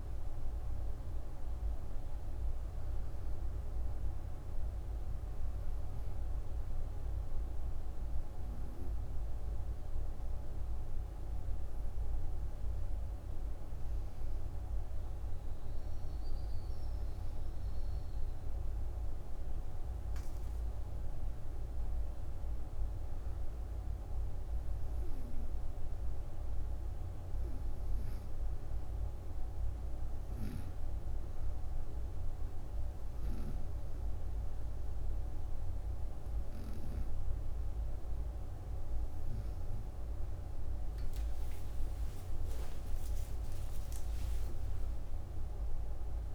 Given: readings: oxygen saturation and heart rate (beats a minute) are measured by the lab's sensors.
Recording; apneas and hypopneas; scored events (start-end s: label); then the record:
breathing in sleep, hard to hear, by a room microphone; 2
0.00-17.00 s: oxygen desaturation (device-marked, oxygen 88% lowest, heart rate 59 extreme)
6.50-17.50 s: hypopnea (oxygen 99% before, 88% lowest, heart rate 67 before, 59 extreme, up 17 after)
18.50-22.00 s: arousal
26.50-39.00 s: hypopnea (oxygen 96% before, 89% lowest, heart rate 67 before, 61 extreme, up 26 after)
41.00-45.50 s: arousal
From the record:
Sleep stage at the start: N1 (lightest sleep); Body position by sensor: on the right side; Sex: female